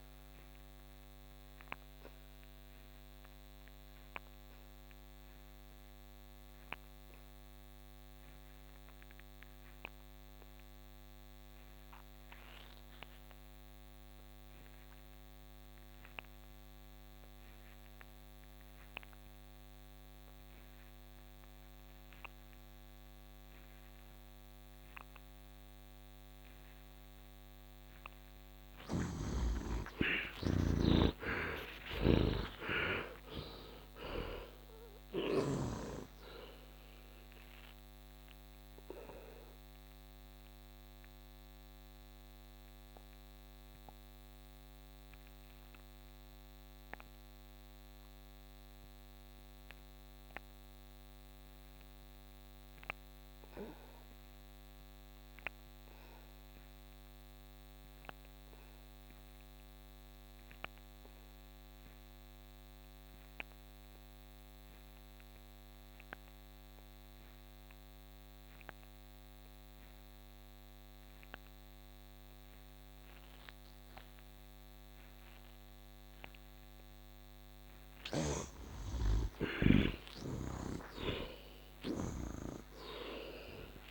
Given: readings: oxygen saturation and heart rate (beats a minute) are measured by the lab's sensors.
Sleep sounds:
breathing in sleep by a microphone on the trachea; 2
1.50-27.00 s: obstructive apnea (oxygen 85% before, 51% lowest, heart rate 70 before, 70 extreme, up 31 after)
3.50-16.50 s: oxygen desaturation (device-marked, oxygen 85% before, 64% lowest, heart rate 70 before, 72 extreme)
18.50-47.50 s: oxygen desaturation (device-marked, oxygen 83% before, 51% lowest, heart rate 73 before, 67 extreme)
28.50-35.50 s: snoring (device-marked)
29.00-32.50 s: arousal
37.00-76.50 s: obstructive apnea (oxygen 83% before, 51% lowest, heart rate 85 before, 67 extreme, up 20 after)
69.50-83.90 s: oxygen desaturation (device-marked, oxygen 85% before, 52% lowest, heart rate 69 before, 67 extreme)
78.50-82.00 s: arousal
From the record:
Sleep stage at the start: N2 (light sleep); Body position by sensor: on the back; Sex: male

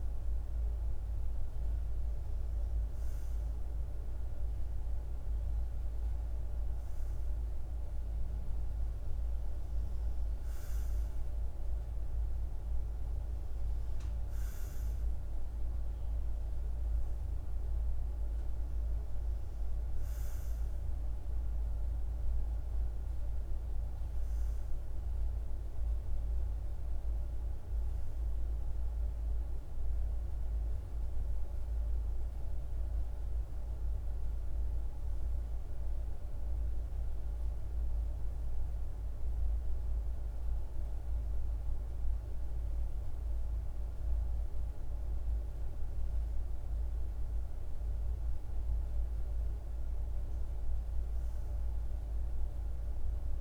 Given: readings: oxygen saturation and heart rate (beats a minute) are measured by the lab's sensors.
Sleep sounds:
breathing in sleep, hard to hear, by a room microphone; none
none scored
From the record:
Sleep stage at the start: REM sleep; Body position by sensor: on the back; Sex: male

